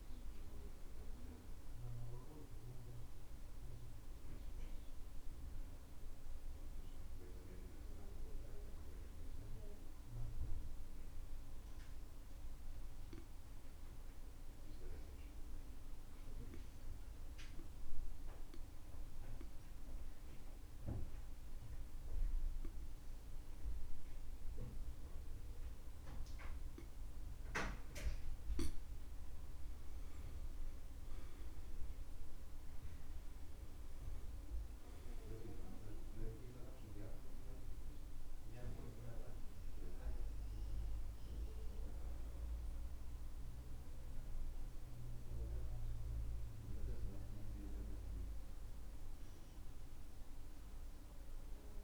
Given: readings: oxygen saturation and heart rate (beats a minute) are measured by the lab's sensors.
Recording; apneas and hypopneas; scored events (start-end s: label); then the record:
breathing in sleep by a room microphone; 1
9.50-27.50 s: obstructive apnea (oxygen 95% before, 89% lowest, heart rate 70 before, 62 extreme, up 8 after)
12.50-24.50 s: oxygen desaturation (device-marked, oxygen 94% before, 91% lowest, heart rate 70 before, 63 extreme)
23.50-51.84 s: new sleep stage, N2 (light sleep)
31.00-35.00 s: arousal
38.50-51.84 s: oxygen desaturation (device-marked, oxygen 96% before, 89% lowest, heart rate 67 before, 62 extreme)
From the record:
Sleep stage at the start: N1 (lightest sleep); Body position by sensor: on the back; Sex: male